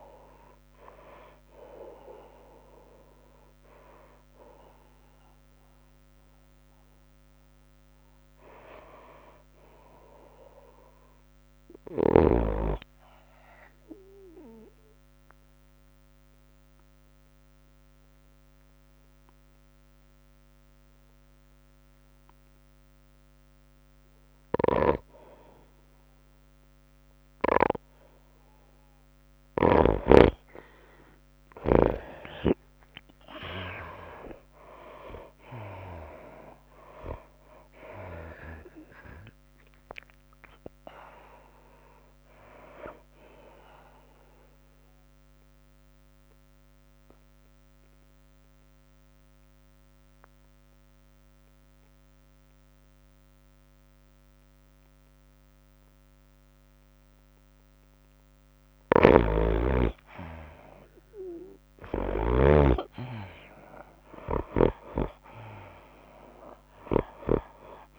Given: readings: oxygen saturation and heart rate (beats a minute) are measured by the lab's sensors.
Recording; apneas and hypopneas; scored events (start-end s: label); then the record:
breathing in sleep by a microphone on the trachea; 2
0.00-7.50 s: drop in pulse transit time (device-marked, heart rate 100 extreme)
0.00-9.50 s: oxygen desaturation (device-marked, oxygen 83% lowest, heart rate 96 extreme)
0.00-17.50 s: tachycardia (device-marked, heart rate 105 extreme)
11.00-13.50 s: arousal
15.50-26.50 s: obstructive apnea (oxygen 98% before, 82% lowest, heart rate 104 before, 96 extreme, up 2 after)
23.50-53.50 s: oxygen desaturation (device-marked, oxygen 98% before, 82% lowest, heart rate 103 before, 97 extreme)
25.50-31.00 s: snoring (device-marked)
33.50-49.50 s: tachycardia (device-marked, heart rate 99 before, 105 extreme)
35.50-40.00 s: arousal
35.50-48.50 s: drop in pulse transit time (device-marked, heart rate 99 before, 100 extreme)
46.50-59.00 s: obstructive apnea (oxygen 97% before, 82% lowest, heart rate 101 before, 97 extreme, up 2 after)
59.50-67.99 s: snoring (device-marked)
61.50-64.50 s: arousal
63.50-67.99 s: oxygen desaturation (device-marked, oxygen 99% before, 87% lowest, heart rate 101 before, 86 extreme)
65.50-67.99 s: tachycardia (device-marked, heart rate 99 before, 105 extreme)
From the record:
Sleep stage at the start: N2 (light sleep); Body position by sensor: on the right side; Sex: female